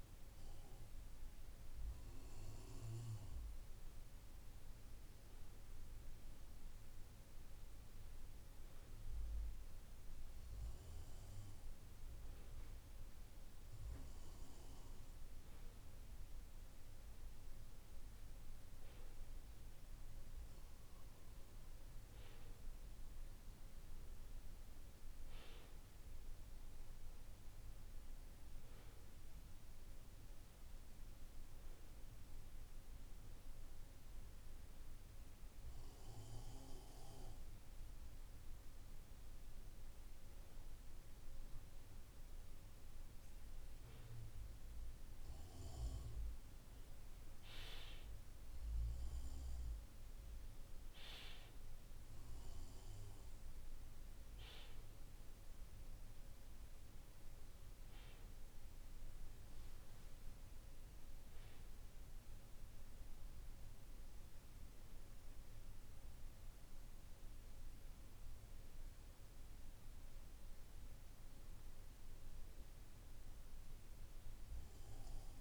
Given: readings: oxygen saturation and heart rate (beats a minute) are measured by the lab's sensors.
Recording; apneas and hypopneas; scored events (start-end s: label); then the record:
breathing in sleep, hard to hear, by a room microphone; none
32.50-75.41 s: new sleep stage, REM sleep
From the record:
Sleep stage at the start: N2 (light sleep); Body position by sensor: on the back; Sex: male